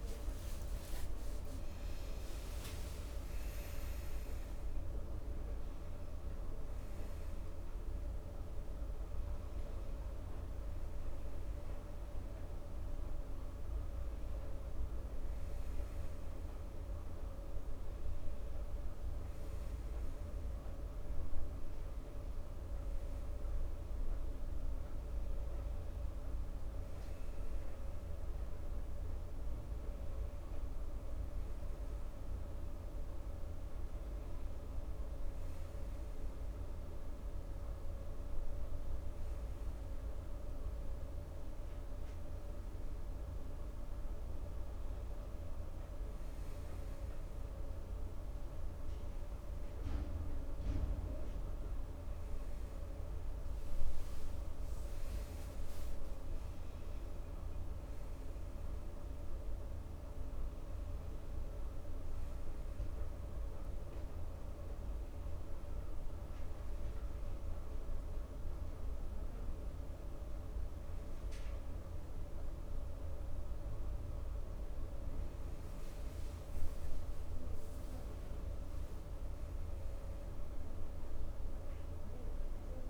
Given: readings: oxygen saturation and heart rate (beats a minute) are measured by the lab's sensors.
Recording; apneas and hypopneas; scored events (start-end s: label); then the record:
breathing in sleep, hard to hear, by a room microphone; none
0.00-2.00 s: arousal
30.00-82.90 s: new sleep stage, N2 (light sleep)
From the record:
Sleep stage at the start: N1 (lightest sleep); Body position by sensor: on the back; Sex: male